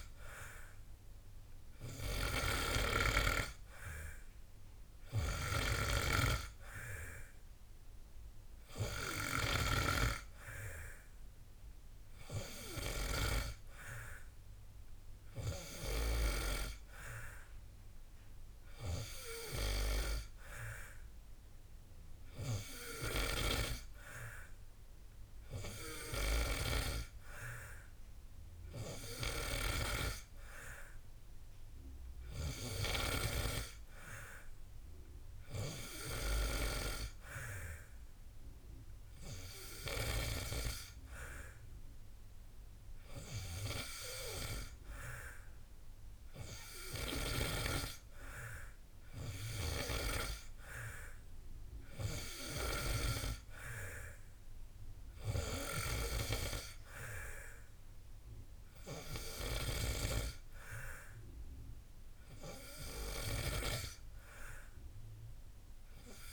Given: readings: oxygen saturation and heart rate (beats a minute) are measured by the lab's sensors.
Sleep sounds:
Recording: breathing in sleep by a room microphone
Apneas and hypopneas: none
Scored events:
none scored
From the record:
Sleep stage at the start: N2 (light sleep)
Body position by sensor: on the back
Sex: male

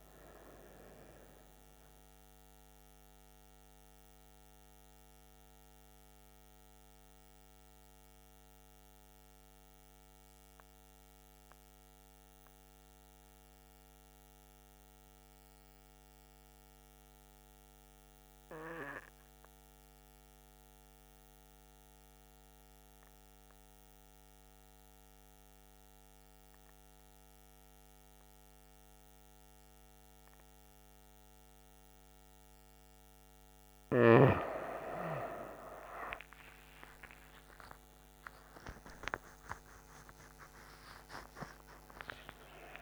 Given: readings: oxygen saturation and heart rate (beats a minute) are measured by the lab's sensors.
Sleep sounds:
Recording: breathing in sleep by a microphone on the trachea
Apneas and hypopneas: 1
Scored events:
2.00-32.50 s: mixed apnea (oxygen 97% before, 91% lowest, heart rate 74 before, 63 extreme, up 28 after)
29.50-42.82 s: oxygen desaturation (device-marked, oxygen 98% before, 91% lowest, heart rate 66 before, 66 extreme)
36.00-42.00 s: arousal
From the record:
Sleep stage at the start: N2 (light sleep)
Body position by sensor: on the back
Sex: female

